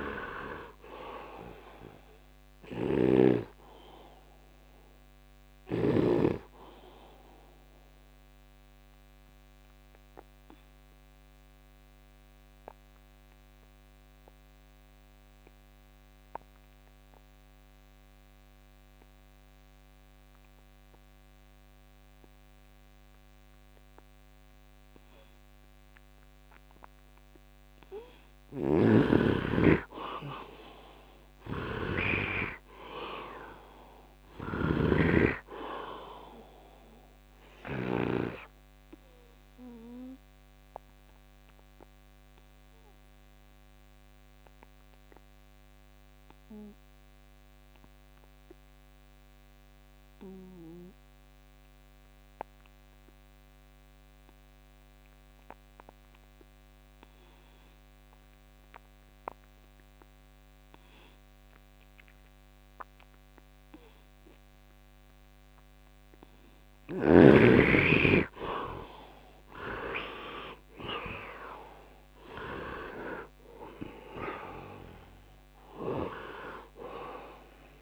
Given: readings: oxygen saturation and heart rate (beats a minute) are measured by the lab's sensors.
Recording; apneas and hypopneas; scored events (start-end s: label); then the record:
breathing in sleep by a microphone on the trachea; 2
0.00-1.00 s: arousal
0.00-25.00 s: oxygen desaturation (device-marked, oxygen 79% lowest, heart rate 71 extreme)
2.50-6.00 s: snoring (device-marked)
8.00-28.00 s: obstructive apnea (oxygen 99% before, 75% lowest, heart rate 80 before, 71 extreme, up 11 after)
27.00-52.00 s: oxygen desaturation (device-marked, oxygen 100% before, 82% lowest, heart rate 74 before, 71 extreme)
28.50-38.00 s: snoring (device-marked)
30.50-34.00 s: arousal
38.50-66.00 s: obstructive apnea (oxygen 100% before, 75% lowest, heart rate 78 before, 71 extreme, up 6 after)
58.00-77.82 s: oxygen desaturation (device-marked, oxygen 99% before, 75% lowest, heart rate 74 before, 71 extreme)
68.50-71.50 s: arousal
From the record:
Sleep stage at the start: N2 (light sleep); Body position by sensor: on the right side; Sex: male